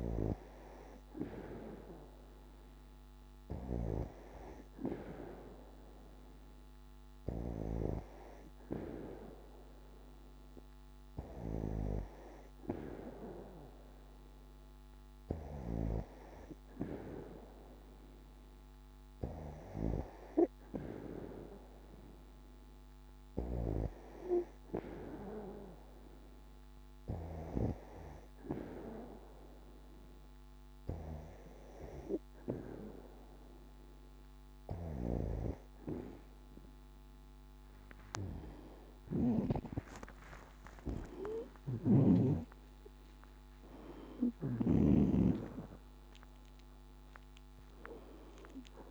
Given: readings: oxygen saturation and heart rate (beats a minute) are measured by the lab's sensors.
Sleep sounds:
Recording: breathing in sleep by a microphone on the trachea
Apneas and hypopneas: none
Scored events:
44.50-48.91 s: new sleep stage, awake
From the record:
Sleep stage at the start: N2 (light sleep)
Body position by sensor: on the back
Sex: female

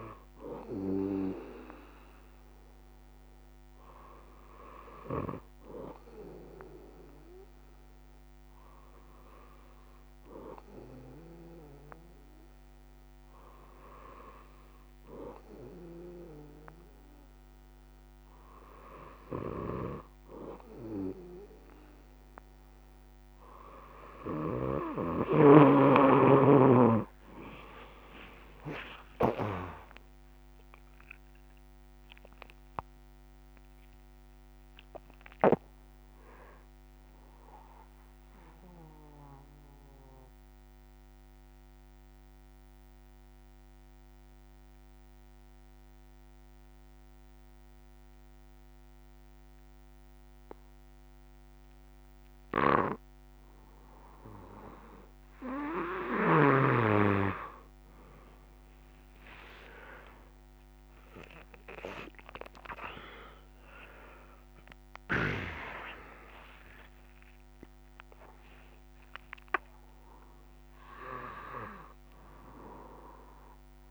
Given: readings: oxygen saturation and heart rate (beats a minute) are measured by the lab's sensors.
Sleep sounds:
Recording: breathing in sleep by a microphone on the trachea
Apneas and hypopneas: 1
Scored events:
22.50-73.91 s: new sleep stage, N1 (lightest sleep)
38.50-55.50 s: mixed apnea (oxygen 97% before, 93% lowest, heart rate 34 before, 53 extreme, up 11 after)
69.50-73.91 s: oxygen desaturation (device-marked, oxygen 98% before, 93% lowest, heart rate 60 before, 53 extreme)
From the record:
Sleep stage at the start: N3 (deep sleep)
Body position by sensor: on the back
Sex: male

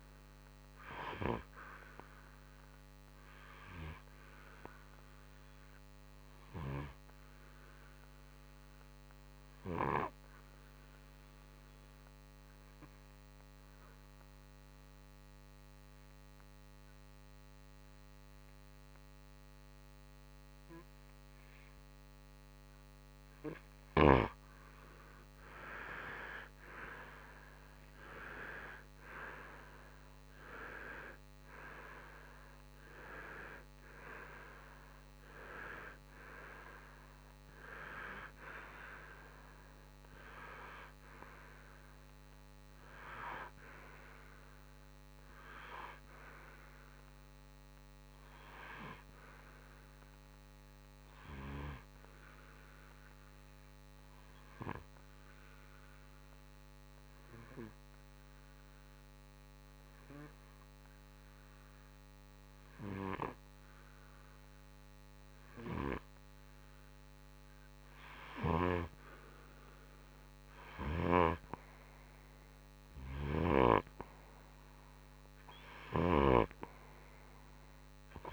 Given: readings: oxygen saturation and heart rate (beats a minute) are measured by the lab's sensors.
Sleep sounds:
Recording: breathing in sleep by a microphone on the trachea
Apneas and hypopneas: 2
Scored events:
0.00-2.00 s: oxygen desaturation (device-marked, oxygen 90% lowest, heart rate 58 extreme)
7.00-23.00 s: obstructive apnea (oxygen 95% before, 90% lowest, heart rate 64 before, 59 extreme, up 9 after)
28.50-33.00 s: arousal
51.00-63.00 s: oxygen desaturation (device-marked, oxygen 94% before, 90% lowest, heart rate 65 before, 60 extreme)
53.50-66.50 s: obstructive apnea (oxygen 96% before, 90% lowest, heart rate 64 before, 60 extreme, up 4 after)
68.00-72.00 s: arousal
From the record:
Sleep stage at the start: N2 (light sleep)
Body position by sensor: on the right side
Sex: male

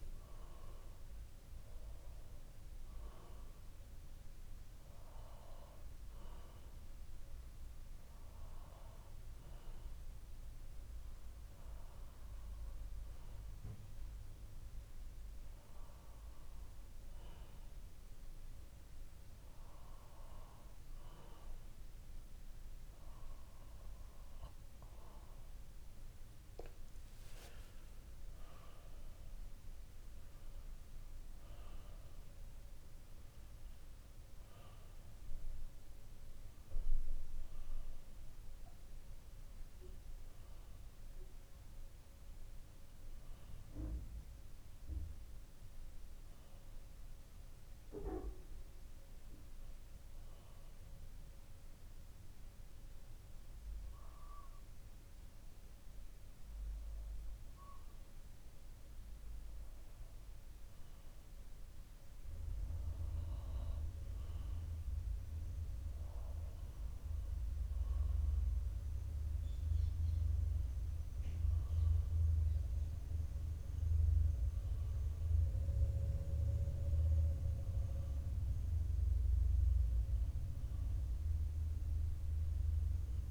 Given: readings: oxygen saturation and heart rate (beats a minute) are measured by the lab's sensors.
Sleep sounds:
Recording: breathing in sleep by a room microphone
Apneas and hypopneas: 2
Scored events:
5.50-10.50 s: bradycardia (device-marked, heart rate 62 before, 59 extreme)
8.50-25.00 s: obstructive apnea (oxygen 95% before, 93% lowest, heart rate 61 before, 58 extreme, up 11 after)
15.50-23.50 s: bradycardia (device-marked, heart rate 62 before, 59 extreme)
26.50-30.00 s: arousal
49.50-67.50 s: bradycardia (device-marked, heart rate 62 before, 57 extreme)
51.00-64.50 s: obstructive apnea (oxygen 94% before, 93% lowest, heart rate 65 before, 57 extreme, up 3 after)
70.50-74.50 s: arousal
From the record:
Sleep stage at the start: N2 (light sleep)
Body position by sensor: on the back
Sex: male

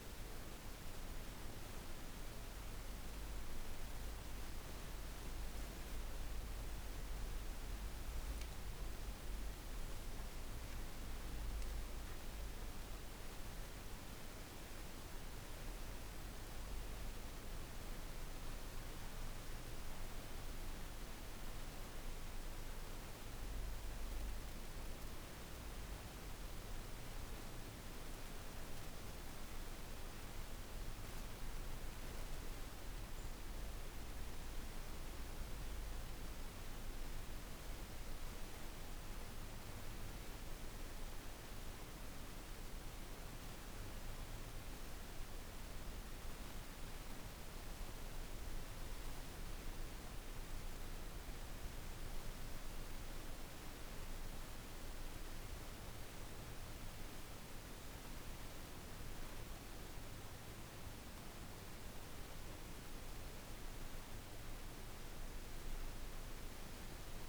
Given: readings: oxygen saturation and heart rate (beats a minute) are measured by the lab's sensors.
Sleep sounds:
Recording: a person awake in a sleep study, hard to hear, by a room microphone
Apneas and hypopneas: none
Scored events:
28.00-36.00 s: oxygen desaturation (device-marked, oxygen 96% before, 93% lowest, heart rate 96 before, 53 extreme)
From the record:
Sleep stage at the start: awake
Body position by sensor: on the back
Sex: female

